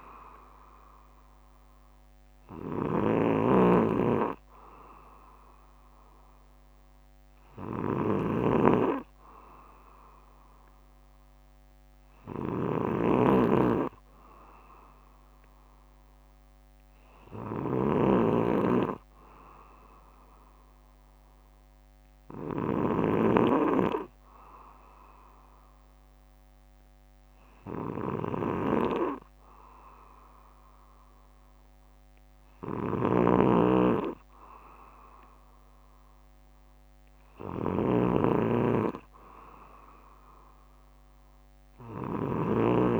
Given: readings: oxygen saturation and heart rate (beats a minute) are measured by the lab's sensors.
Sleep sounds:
breathing in sleep by a microphone on the trachea; none
0.00-43.00 s: snoring (device-marked)
24.50-26.50 s: bradycardia (device-marked, heart rate 62 before, 63 extreme)
34.50-36.50 s: bradycardia (device-marked, heart rate 62 before, 62 extreme)
From the record:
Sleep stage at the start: N2 (light sleep); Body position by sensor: on the back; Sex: male

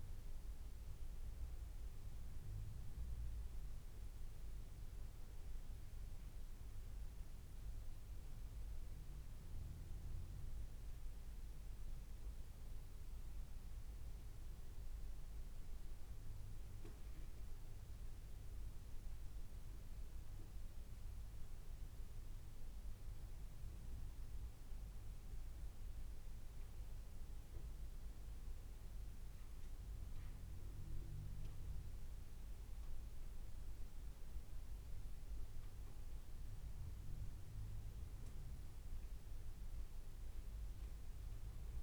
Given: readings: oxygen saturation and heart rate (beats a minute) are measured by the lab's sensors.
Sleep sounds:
breathing in sleep, hard to hear, by a room microphone; none
none scored
From the record:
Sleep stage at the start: N2 (light sleep); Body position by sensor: on the back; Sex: male

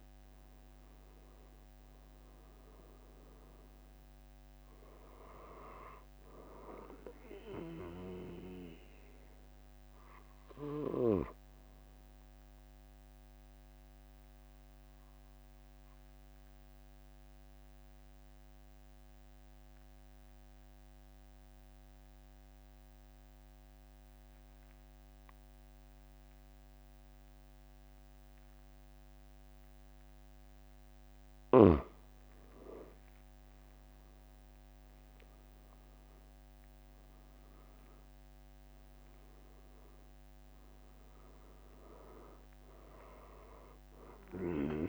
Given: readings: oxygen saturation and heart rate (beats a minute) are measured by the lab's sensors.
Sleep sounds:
breathing in sleep by a microphone on the trachea; 1
12.50-30.00 s: mixed apnea (oxygen 97% before, 92% lowest, heart rate 46 before, 42 extreme, up 3 after)
33.00-36.50 s: arousal
From the record:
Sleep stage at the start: N2 (light sleep); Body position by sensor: on the back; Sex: male

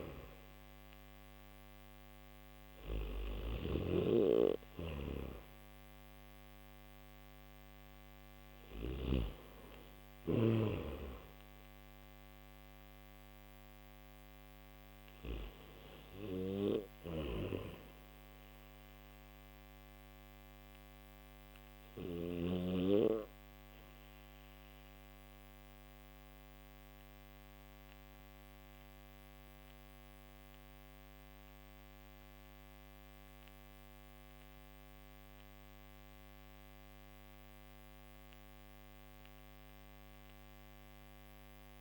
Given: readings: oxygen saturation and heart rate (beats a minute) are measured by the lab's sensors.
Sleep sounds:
breathing in sleep by a microphone on the trachea; none
0.00-8.50 s: snoring (device-marked)
3.00-29.00 s: oxygen desaturation (device-marked, oxygen 95% before, 84% lowest, heart rate 63 before, 61 extreme)
16.00-22.00 s: snoring (device-marked)
From the record:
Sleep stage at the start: N1 (lightest sleep); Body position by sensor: on the back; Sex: male

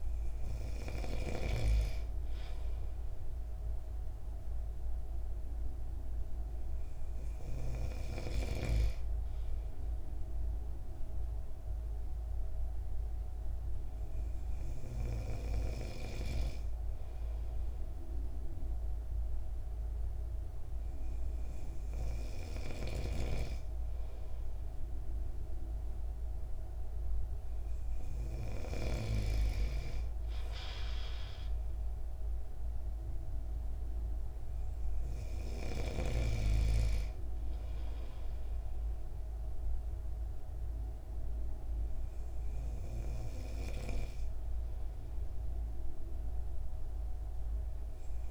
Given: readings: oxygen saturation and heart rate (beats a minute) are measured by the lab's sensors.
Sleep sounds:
breathing in sleep by a room microphone; 1
13.00-26.50 s: hypopnea (oxygen 96% before, 95% lowest)
22.50-29.00 s: snoring (device-marked)
31.00-35.00 s: arousal
From the record:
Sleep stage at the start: N2 (light sleep); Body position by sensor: on the right side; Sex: male

